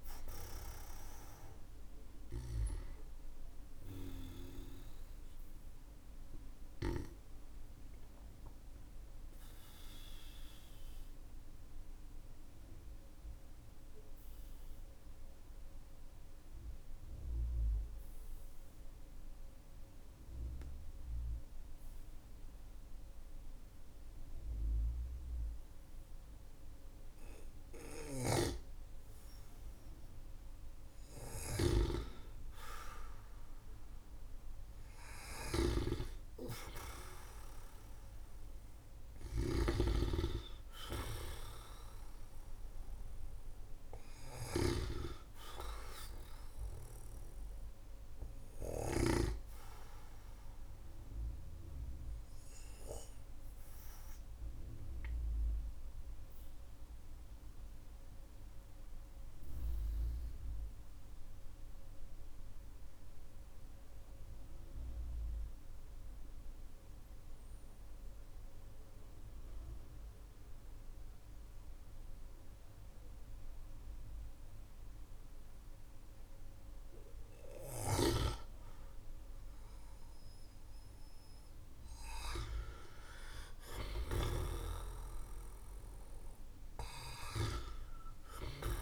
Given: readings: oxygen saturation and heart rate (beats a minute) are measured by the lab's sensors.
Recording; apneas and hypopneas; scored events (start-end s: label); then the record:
breathing in sleep by a room microphone; 2
0.00-2.50 s: snoring (device-marked)
0.00-19.50 s: oxygen desaturation (device-marked, oxygen 93% lowest, heart rate 45 extreme)
4.50-30.00 s: obstructive apnea (oxygen 98% before, 93% lowest, heart rate 54 before, 45 extreme, up 3 after)
27.50-49.00 s: snoring (device-marked)
32.00-35.50 s: arousal
39.50-62.50 s: oxygen desaturation (device-marked, oxygen 99% before, 94% lowest, heart rate 57 before, 47 extreme)
46.50-79.00 s: obstructive apnea (oxygen 99% before, 94% lowest, heart rate 53 before, 47 extreme, up 14 after)
77.50-88.82 s: snoring (device-marked)
81.00-85.50 s: arousal
87.50-88.82 s: oxygen desaturation (device-marked, oxygen 99% before, 95% lowest, heart rate 55 before, 47 extreme)
From the record:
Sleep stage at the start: N2 (light sleep); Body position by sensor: on the back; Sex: male